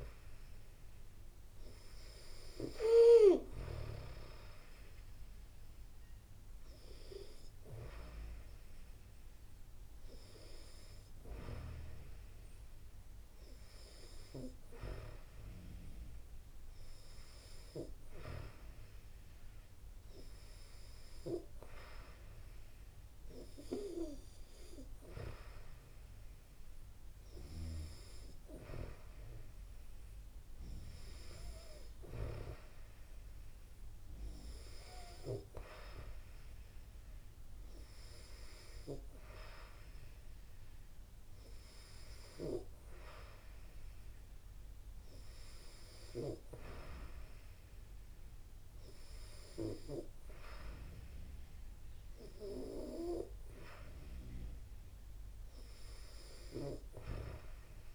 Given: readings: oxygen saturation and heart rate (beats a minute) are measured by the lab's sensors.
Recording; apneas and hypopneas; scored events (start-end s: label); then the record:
breathing in sleep by a room microphone; none
none scored
From the record:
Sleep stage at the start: N2 (light sleep); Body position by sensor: on the back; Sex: female